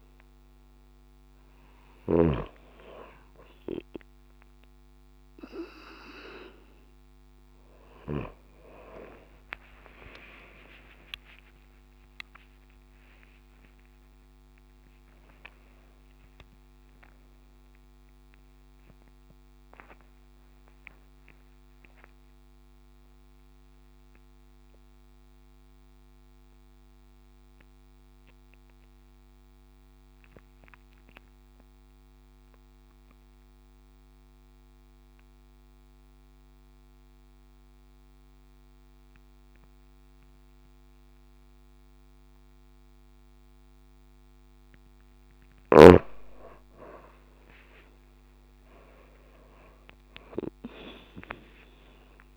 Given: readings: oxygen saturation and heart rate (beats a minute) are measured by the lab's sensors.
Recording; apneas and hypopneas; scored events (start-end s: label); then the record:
breathing in sleep by a microphone on the trachea; 1
0.00-2.00 s: snoring (device-marked)
2.50-27.50 s: oxygen desaturation (device-marked, oxygen 96% before, 92% lowest)
9.50-14.00 s: arousal
10.50-12.50 s: long interval between heartbeats (device-marked)
16.50-18.50 s: long interval between heartbeats (device-marked)
19.00-44.50 s: mixed apnea (oxygen 96% before, 92% lowest)
46.50-50.50 s: arousal
47.00-49.00 s: long interval between heartbeats (device-marked)
50.50-52.37 s: long interval between heartbeats (device-marked)
From the record:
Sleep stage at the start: N2 (light sleep); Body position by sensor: on the right side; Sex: female